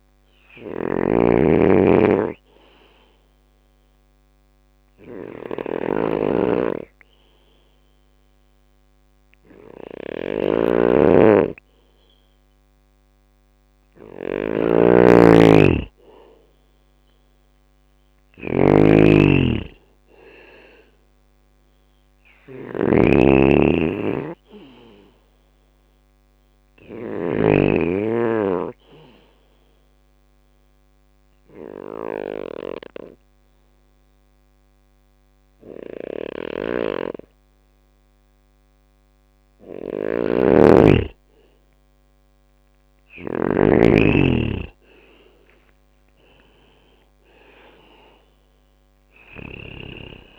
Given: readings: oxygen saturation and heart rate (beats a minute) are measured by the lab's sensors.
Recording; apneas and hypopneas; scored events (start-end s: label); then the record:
breathing in sleep by a microphone on the trachea; 2
0.00-11.00 s: oxygen desaturation (device-marked, oxygen 93% lowest, heart rate 64 extreme)
0.00-26.50 s: snoring (device-marked)
1.00-11.00 s: obstructive apnea (oxygen 98% before, 90% lowest, heart rate 67 before, 64 extreme, up 2 after)
13.00-16.50 s: arousal
17.00-29.00 s: drop in pulse transit time (device-marked, heart rate 68 before, 66 extreme)
21.00-43.00 s: oxygen desaturation (device-marked, oxygen 95% before, 91% lowest, heart rate 68 before, 63 extreme)
28.50-39.00 s: obstructive apnea (oxygen 95% before, 90% lowest, heart rate 68 before, 63 extreme, up 8 after)
35.50-49.00 s: snoring (device-marked)
43.50-47.50 s: arousal
47.00-50.39 s: drop in pulse transit time (device-marked, heart rate 68 before, 63 extreme)
From the record:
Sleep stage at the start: N2 (light sleep); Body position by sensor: on the back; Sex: male